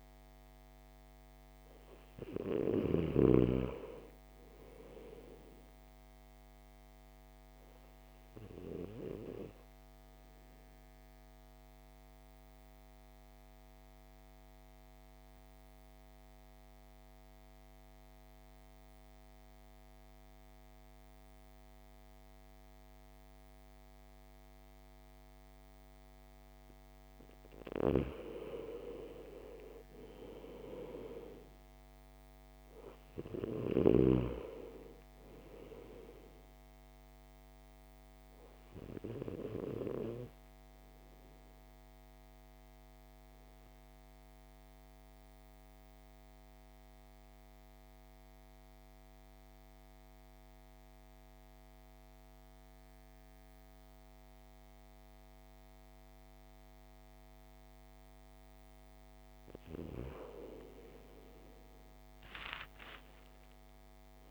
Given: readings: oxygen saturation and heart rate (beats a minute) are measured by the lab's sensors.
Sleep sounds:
breathing in sleep by a microphone on the trachea; 2
0.00-2.00 s: arousal
7.50-26.00 s: obstructive apnea (oxygen 99% before, 88% lowest, heart rate 56 before, 51 extreme, up 8 after)
17.00-26.00 s: oxygen desaturation (device-marked, oxygen 96% before, 89% lowest, heart rate 57 before, 51 extreme)
29.00-32.50 s: arousal
33.00-61.00 s: oxygen desaturation (device-marked, oxygen 97% before, 88% lowest, heart rate 56 before, 50 extreme)
41.00-59.00 s: mixed apnea (oxygen 97% before, 88% lowest, heart rate 59 before, 50 extreme, up 13 after)
61.00-64.31 s: arousal
From the record:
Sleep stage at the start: N2 (light sleep); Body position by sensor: on the back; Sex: male

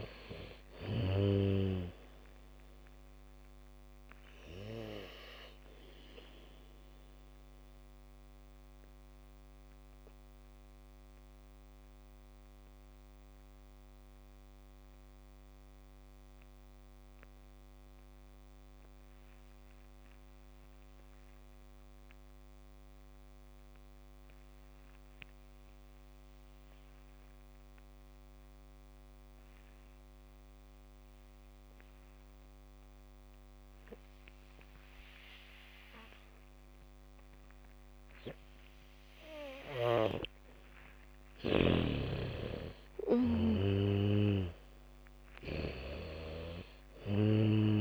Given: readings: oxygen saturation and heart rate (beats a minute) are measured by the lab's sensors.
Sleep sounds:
breathing in sleep by a microphone on the trachea; 1
0.00-26.00 s: oxygen desaturation (device-marked, oxygen 75% lowest, heart rate 43 extreme)
7.00-40.50 s: mixed apnea (oxygen 99% before, 75% lowest, heart rate 64 before, 43 extreme, up 7 after)
34.00-45.00 s: bradycardia (device-marked, heart rate 71 before, 43 extreme)
35.00-47.81 s: oxygen desaturation (device-marked, oxygen 98% before, 77% lowest, heart rate 72 before, 43 extreme)
42.50-46.50 s: arousal
From the record:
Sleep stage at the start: N2 (light sleep); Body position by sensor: on the back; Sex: female

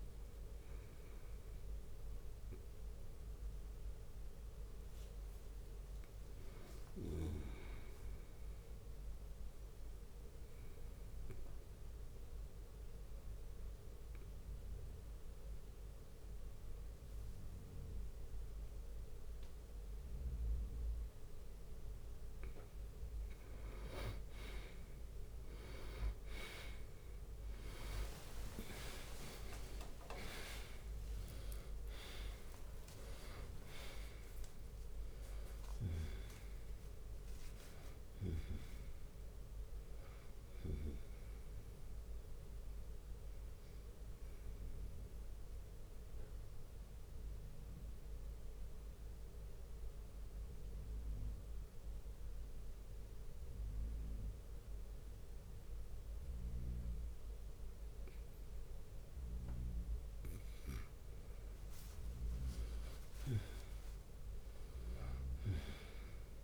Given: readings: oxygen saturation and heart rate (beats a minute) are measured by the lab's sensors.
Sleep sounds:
breathing in sleep by a room microphone; 2
6.50-8.50 s: long interval between heartbeats (device-marked, heart rate 71 before, 72 extreme)
8.50-22.50 s: obstructive apnea (oxygen 95% before, 88% lowest, heart rate 71 before, 55 extreme, up 28 after)
24.00-44.00 s: oxygen desaturation (device-marked, oxygen 98% before, 92% lowest, heart rate 65 before, 45 extreme)
26.00-32.50 s: arousal
27.50-29.50 s: long interval between heartbeats (device-marked, heart rate 64 before, 75 extreme)
30.00-42.00 s: drop in pulse transit time (device-marked, heart rate 66 before, 69 extreme)
32.50-34.50 s: long interval between heartbeats (device-marked, heart rate 67 before, 90 extreme)
41.00-51.00 s: bradycardia (device-marked, heart rate 64 before, 53 extreme)
44.00-59.50 s: central apnea (oxygen 98% before, 88% lowest, heart rate 76 before, 45 extreme, up 2 after)
46.00-57.00 s: oxygen desaturation (device-marked, oxygen 93% before, 88% lowest, heart rate 76 before, 45 extreme)
52.00-66.44 s: bradycardia (device-marked, heart rate 64 before, 45 extreme)
From the record:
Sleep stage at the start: N2 (light sleep); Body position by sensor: on the right side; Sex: male

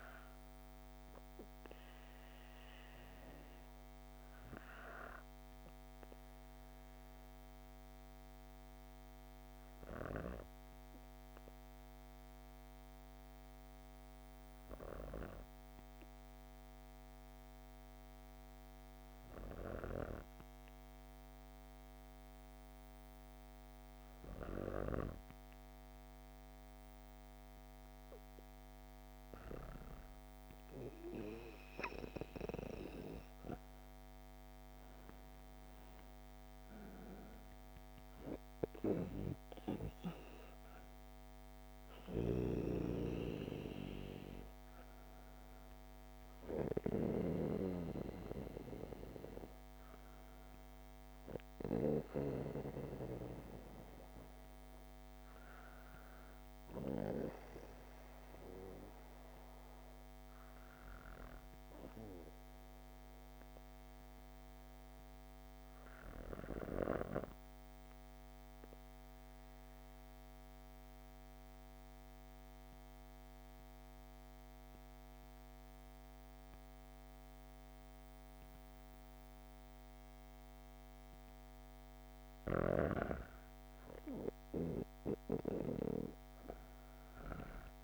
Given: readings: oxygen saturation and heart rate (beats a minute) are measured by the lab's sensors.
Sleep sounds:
breathing in sleep by a microphone on the trachea; 2
5.50-28.00 s: obstructive apnea (oxygen 97% before, 94% lowest, heart rate 69 before, 58 extreme, up 6 after)
30.00-34.00 s: arousal
41.50-47.00 s: snoring (device-marked)
67.00-81.50 s: obstructive apnea (oxygen 97% before, 93% lowest, heart rate 94 before, 61 extreme, up 14 after)
84.00-87.00 s: arousal
84.00-87.84 s: oxygen desaturation (device-marked, oxygen 96% before, 93% lowest, heart rate 104 before, 59 extreme)
From the record:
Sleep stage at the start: N2 (light sleep); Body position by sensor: on the back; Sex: female

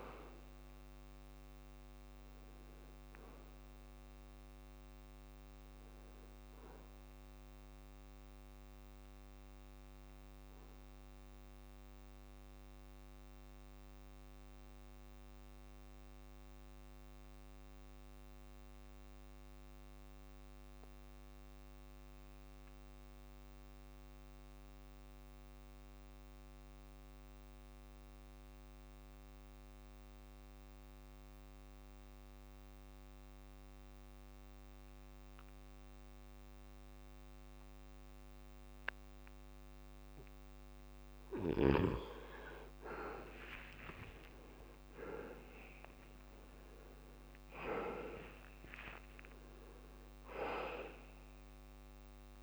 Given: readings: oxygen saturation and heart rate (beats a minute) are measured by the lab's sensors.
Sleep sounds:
breathing in sleep by a microphone on the trachea; 1
0.00-17.00 s: oxygen desaturation (device-marked, oxygen 81% lowest, heart rate 59 extreme)
7.50-39.50 s: obstructive apnea (oxygen 96% before, 81% lowest, heart rate 70 before, 44 extreme)
36.00-52.43 s: oxygen desaturation (device-marked, oxygen 98% before, 83% lowest, heart rate 67 before, 39 extreme)
43.00-47.00 s: arousal
From the record:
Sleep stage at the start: N2 (light sleep); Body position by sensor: on the back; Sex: male

